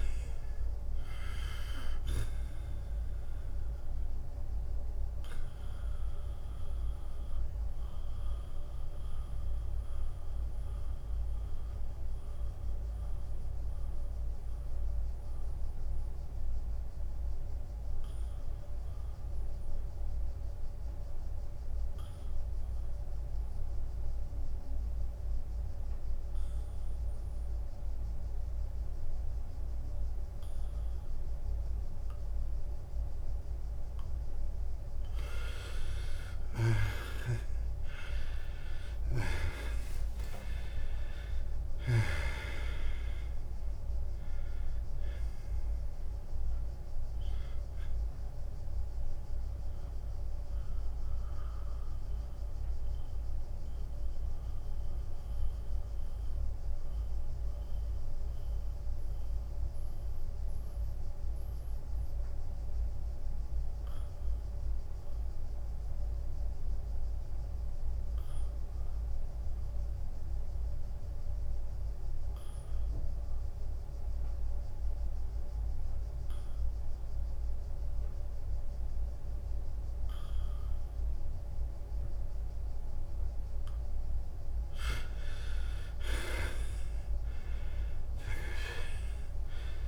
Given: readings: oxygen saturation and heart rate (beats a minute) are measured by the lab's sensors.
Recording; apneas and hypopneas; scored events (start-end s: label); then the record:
breathing in sleep by a room microphone; 2
0.00-11.00 s: drop in pulse transit time (device-marked, heart rate 74 extreme)
4.00-26.00 s: oxygen desaturation (device-marked, oxygen 93% before, 81% lowest, heart rate 83 before, 74 extreme)
4.00-35.50 s: mixed apnea (oxygen 97% before, 81% lowest, heart rate 83 before, 74 extreme, up 19 after)
38.00-42.50 s: arousal
40.00-42.00 s: long interval between heartbeats (device-marked, heart rate 82 before, 95 extreme)
40.00-55.00 s: drop in pulse transit time (device-marked, heart rate 82 before, 77 extreme)
49.00-85.00 s: mixed apnea (oxygen 99% before, 77% lowest, heart rate 88 before, 77 extreme, up 6 after)
63.00-72.00 s: oxygen desaturation (device-marked, oxygen 94% before, 81% lowest, heart rate 83 before, 80 extreme)
78.00-89.88 s: oxygen desaturation (device-marked, oxygen 98% before, 77% lowest, heart rate 81 before, 78 extreme)
87.50-89.88 s: arousal
88.00-89.88 s: drop in pulse transit time (device-marked, heart rate 81 before, 78 extreme)
From the record:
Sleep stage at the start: N2 (light sleep); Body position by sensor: on the back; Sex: male